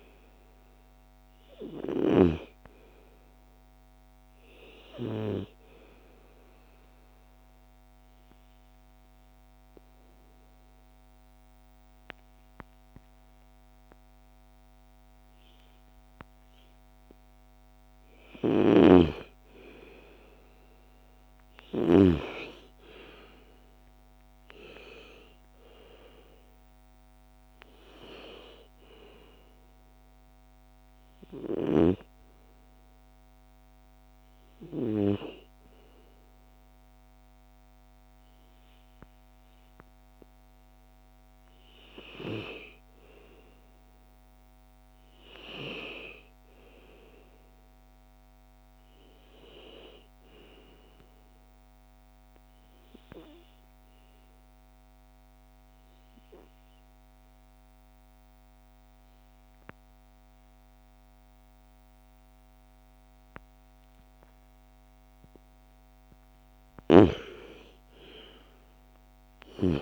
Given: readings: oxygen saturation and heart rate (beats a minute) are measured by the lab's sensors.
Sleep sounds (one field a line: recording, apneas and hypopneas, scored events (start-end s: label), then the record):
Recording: breathing in sleep by a microphone on the trachea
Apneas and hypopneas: 3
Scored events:
6.00-17.50 s: obstructive apnea (oxygen 97% before, 91% lowest, heart rate 60 before, 57 extreme, up 13 after)
19.50-23.00 s: arousal
25.00-38.00 s: oxygen desaturation (device-marked, oxygen 96% before, 91% lowest, heart rate 60 before, 54 extreme)
30.00-40.50 s: hypopnea (oxygen 97% before, 90% lowest, heart rate 65 before, 53 extreme, up 30 after)
42.50-46.50 s: arousal
51.00-65.00 s: obstructive apnea (oxygen 97% before, 90% lowest, heart rate 69 before, 53 extreme, up 51 after)
67.00-69.82 s: arousal
From the record:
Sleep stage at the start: N2 (light sleep)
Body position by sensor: on the back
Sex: female